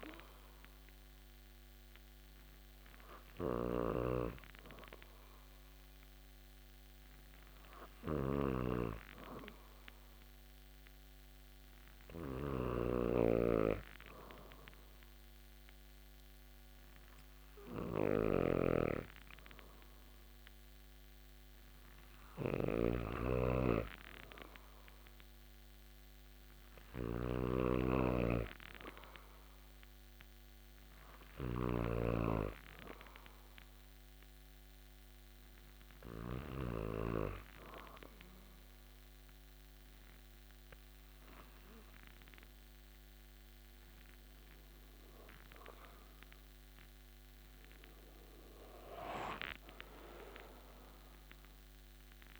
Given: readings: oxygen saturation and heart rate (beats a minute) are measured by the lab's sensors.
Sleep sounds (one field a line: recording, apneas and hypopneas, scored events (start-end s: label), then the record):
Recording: breathing in sleep by a microphone on the trachea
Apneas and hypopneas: 2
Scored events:
0.00-32.00 s: snoring (device-marked)
5.00-18.00 s: hypopnea (oxygen 97% before, 93% lowest)
21.00-25.50 s: arousal
30.50-44.00 s: hypopnea (oxygen 96% before, 93% lowest)
47.50-51.50 s: arousal
From the record:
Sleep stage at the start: N2 (light sleep)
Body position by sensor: on the back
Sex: male